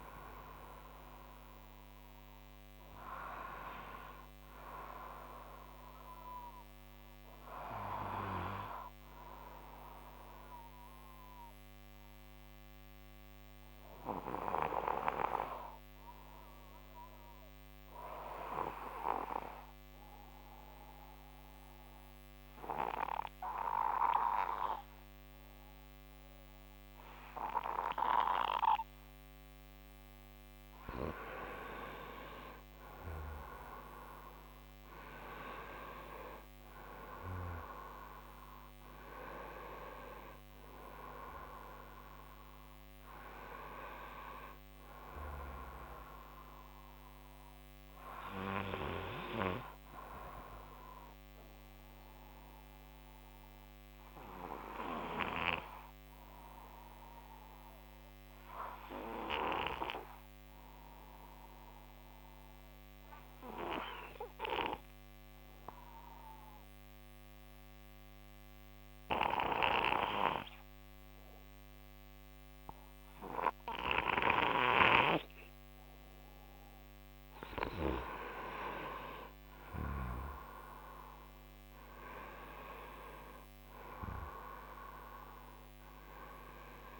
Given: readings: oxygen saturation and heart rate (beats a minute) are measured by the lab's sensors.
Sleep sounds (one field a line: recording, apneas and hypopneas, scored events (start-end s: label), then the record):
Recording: breathing in sleep by a microphone on the trachea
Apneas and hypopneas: 2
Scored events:
0.00-3.00 s: oxygen desaturation (device-marked, oxygen 90% lowest)
10.00-30.00 s: obstructive apnea (oxygen 96% before, 88% lowest)
29.00-54.00 s: oxygen desaturation (device-marked, oxygen 96% before, 88% lowest)
33.00-37.00 s: arousal
51.50-77.00 s: obstructive apnea (oxygen 96% before, 89% lowest)
78.00-87.00 s: oxygen desaturation (device-marked, oxygen 96% before, 89% lowest)
80.00-84.50 s: arousal
From the record:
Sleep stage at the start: N2 (light sleep)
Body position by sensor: on the right side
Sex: male